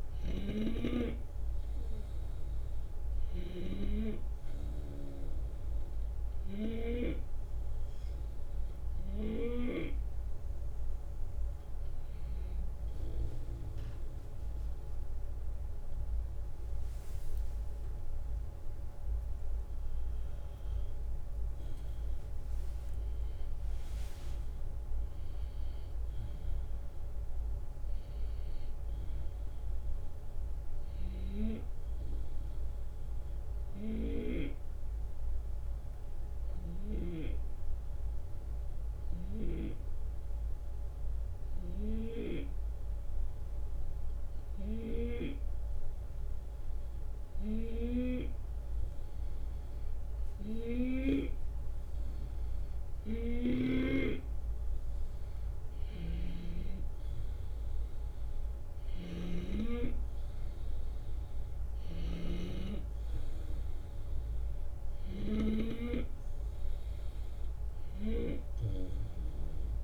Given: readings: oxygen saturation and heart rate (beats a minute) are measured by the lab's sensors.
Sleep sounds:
breathing in sleep by a room microphone; 2
0.00-3.50 s: snoring (device-marked)
0.00-7.50 s: drop in pulse transit time (device-marked, heart rate 75 extreme)
6.00-19.50 s: hypopnea (oxygen 94% before, 91% lowest, heart rate 77 before, 71 extreme, up 8 after)
20.00-24.50 s: arousal
32.00-47.50 s: hypopnea (oxygen 94% before, 91% lowest, heart rate 75 before, 72 extreme, up 5 after)
33.50-37.00 s: snoring (device-marked)
48.50-53.00 s: arousal
55.50-65.50 s: snoring (device-marked)
From the record:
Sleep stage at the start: N2 (light sleep); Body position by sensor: on the left side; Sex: male

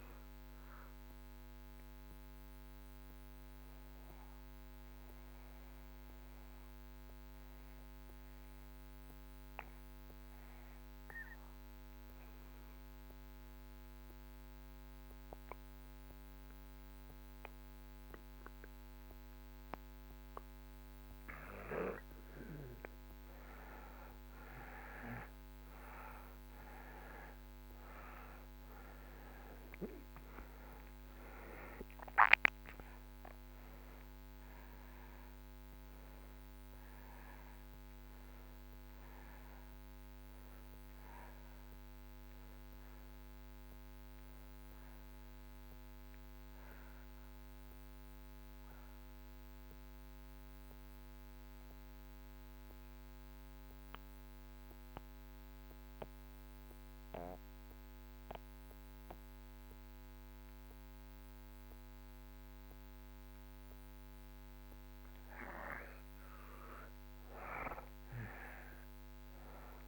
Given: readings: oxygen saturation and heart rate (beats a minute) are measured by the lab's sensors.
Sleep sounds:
breathing in sleep by a microphone on the trachea; 2
0.00-14.00 s: oxygen desaturation (device-marked, oxygen 84% lowest)
0.50-20.50 s: obstructive apnea (oxygen 97% before, 78% lowest)
22.50-26.00 s: arousal
27.00-62.00 s: oxygen desaturation (device-marked, oxygen 95% before, 78% lowest)
47.50-64.00 s: mixed apnea (oxygen 95% before, 78% lowest)
66.50-69.87 s: arousal
From the record:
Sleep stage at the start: N2 (light sleep); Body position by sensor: on the back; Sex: male

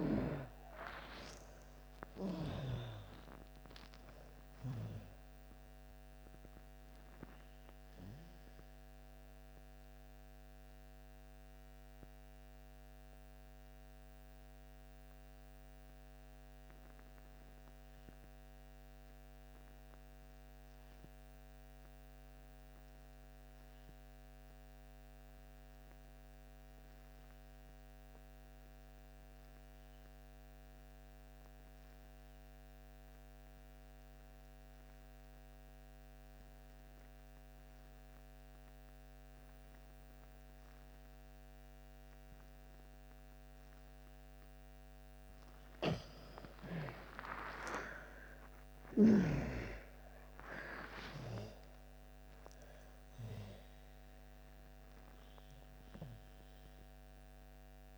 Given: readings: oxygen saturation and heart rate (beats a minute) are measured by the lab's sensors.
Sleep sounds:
breathing in sleep by a microphone on the trachea; 1
0.00-2.50 s: arousal
0.00-25.50 s: oxygen desaturation (device-marked, oxygen 66% lowest)
6.00-44.00 s: mixed apnea (oxygen 92% before, 66% lowest)
46.50-57.98 s: new sleep stage, N2 (light sleep)
From the record:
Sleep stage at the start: REM sleep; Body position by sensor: on the back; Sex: female

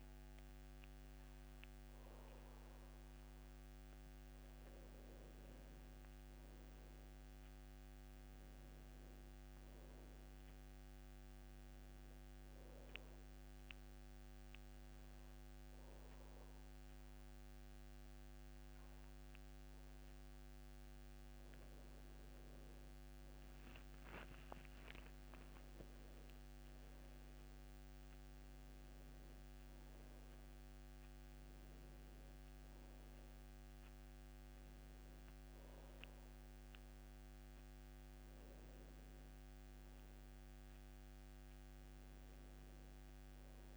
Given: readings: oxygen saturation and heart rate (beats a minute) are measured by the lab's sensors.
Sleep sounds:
breathing in sleep, hard to hear, by a microphone on the trachea; 1
0.00-9.50 s: oxygen desaturation (device-marked, oxygen 91% lowest, heart rate 74 extreme)
11.50-22.00 s: obstructive apnea (oxygen 97% before, 89% lowest, heart rate 78 before, 75 extreme, up 8 after)
25.50-29.50 s: arousal
28.50-41.50 s: oxygen desaturation (device-marked, oxygen 97% before, 91% lowest, heart rate 79 before, 67 extreme)
From the record:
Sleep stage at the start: N2 (light sleep); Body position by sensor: on the back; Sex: male

